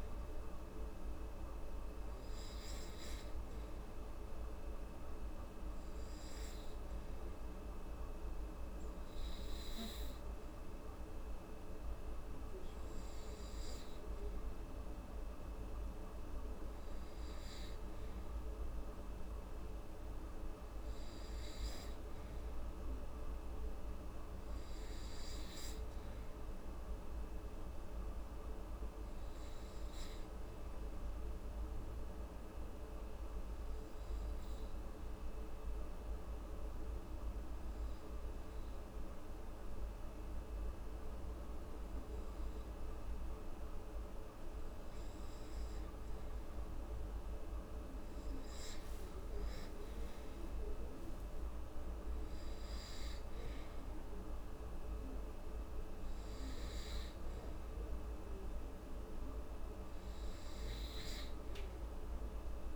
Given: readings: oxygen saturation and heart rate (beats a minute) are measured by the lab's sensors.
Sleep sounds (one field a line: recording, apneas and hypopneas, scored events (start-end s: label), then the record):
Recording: breathing in sleep, hard to hear, by a room microphone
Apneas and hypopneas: 2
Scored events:
5.50-16.00 s: hypopnea (oxygen 98% before, 94% lowest, heart rate 73 before, 65 extreme, up 0 after)
18.00-22.00 s: arousal
31.00-44.50 s: obstructive apnea (oxygen 97% before, 94% lowest, heart rate 72 before, 64 extreme, up 19 after)
48.00-52.00 s: arousal
From the record:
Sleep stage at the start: N2 (light sleep)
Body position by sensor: on the back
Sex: female